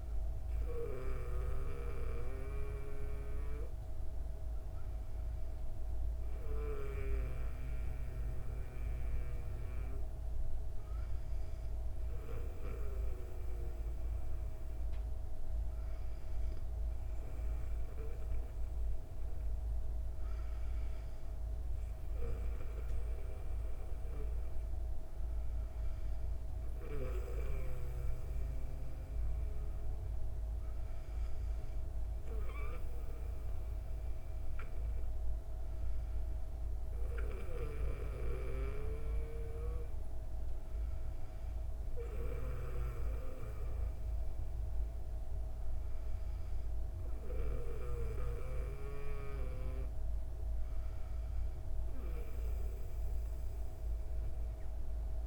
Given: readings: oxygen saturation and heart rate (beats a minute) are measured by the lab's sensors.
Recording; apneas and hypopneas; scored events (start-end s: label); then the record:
breathing in sleep by a room microphone; 1
4.50-19.00 s: hypopnea (oxygen 98% before, 96% lowest, heart rate 121 before, 35 extreme, up 14 after)
21.00-25.00 s: arousal
From the record:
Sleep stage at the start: N2 (light sleep); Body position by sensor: on the back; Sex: female